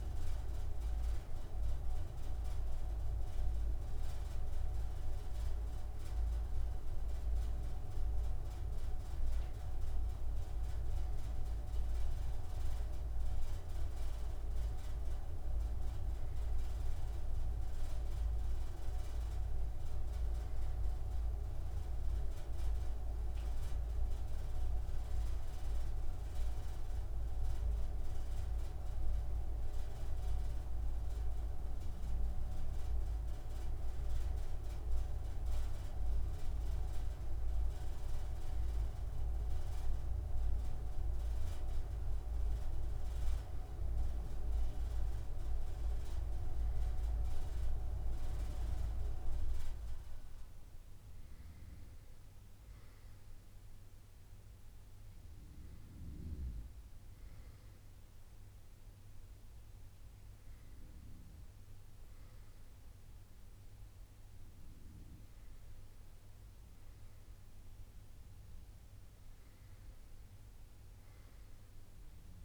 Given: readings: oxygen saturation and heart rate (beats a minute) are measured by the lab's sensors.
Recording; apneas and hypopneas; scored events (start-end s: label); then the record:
breathing in sleep by a room microphone; none
none scored
From the record:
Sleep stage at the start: N2 (light sleep); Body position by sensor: on the right side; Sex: male